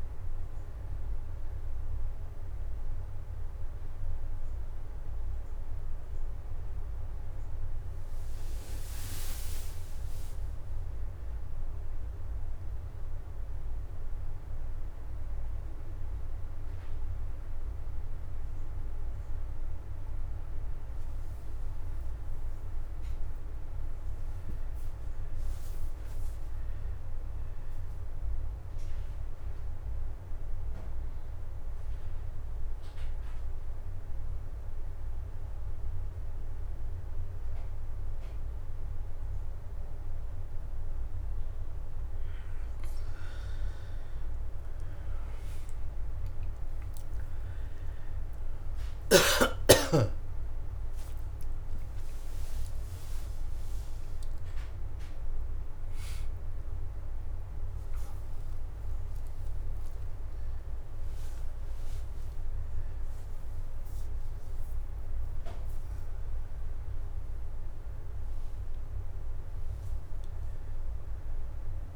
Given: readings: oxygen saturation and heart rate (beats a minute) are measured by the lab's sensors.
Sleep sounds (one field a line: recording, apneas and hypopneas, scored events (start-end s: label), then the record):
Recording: a person partly awake in a sleep study, hard to hear, by a room microphone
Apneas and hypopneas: 1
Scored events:
0.00-15.50 s: oxygen desaturation (device-marked, oxygen 88% lowest)
22.00-26.00 s: arousal
30.00-42.00 s: central apnea (oxygen 99% before, 86% lowest, heart rate 43 before, 56 extreme)
42.50-71.96 s: new sleep stage, awake
44.50-61.50 s: oxygen desaturation (device-marked, oxygen 96% before, 86% lowest, heart rate 70 before, 84 extreme)
From the record:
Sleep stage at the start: N2 (light sleep)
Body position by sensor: on the back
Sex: male